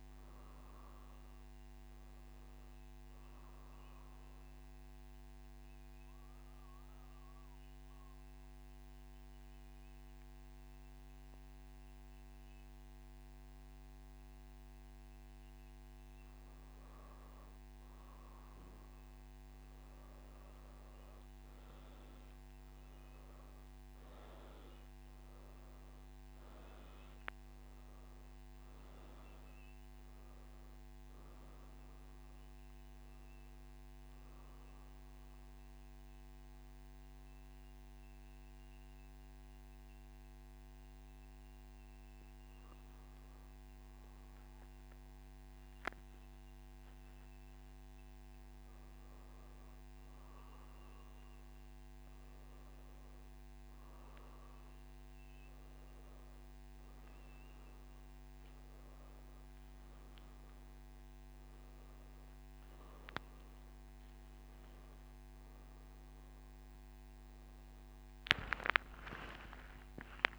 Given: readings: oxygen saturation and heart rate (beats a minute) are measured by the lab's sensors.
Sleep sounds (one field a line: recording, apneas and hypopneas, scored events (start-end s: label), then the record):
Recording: breathing in sleep, hard to hear, by a microphone on the trachea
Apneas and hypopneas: 2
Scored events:
4.50-16.50 s: central apnea (oxygen 96% before, 91% lowest, heart rate 62 before, 60 extreme, up 2 after)
36.50-49.50 s: mixed apnea (oxygen 95% before, 89% lowest, heart rate 61 before, 61 extreme, up 1 after)
60.50-70.39 s: new sleep stage, N2 (light sleep)
From the record:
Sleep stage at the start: N1 (lightest sleep)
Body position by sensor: on the back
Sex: male